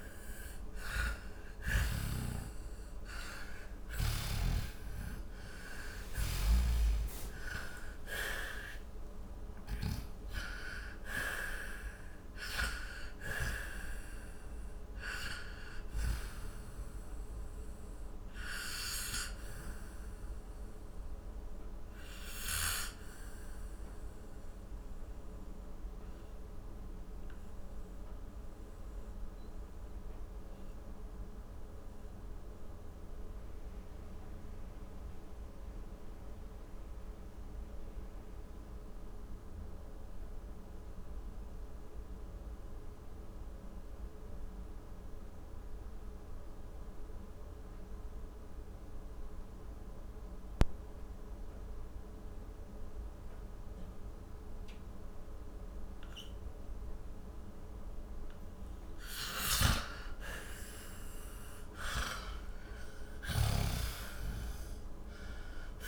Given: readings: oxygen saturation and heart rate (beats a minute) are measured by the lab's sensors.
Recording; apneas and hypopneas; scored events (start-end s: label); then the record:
breathing in sleep by a room microphone; 1
0.00-2.00 s: snoring (device-marked)
0.00-3.00 s: arousal
0.00-50.00 s: oxygen desaturation (device-marked, oxygen 77% lowest, heart rate 38 extreme)
6.50-10.00 s: snoring (device-marked)
18.50-58.00 s: mixed apnea (oxygen 94% before, 77% lowest, heart rate 72 before, 49 extreme, up 17 after)
59.50-65.88 s: snoring (device-marked)
60.50-65.00 s: arousal
From the record:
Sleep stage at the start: N2 (light sleep); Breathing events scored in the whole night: 227 in 5.8 hours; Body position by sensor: on the back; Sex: male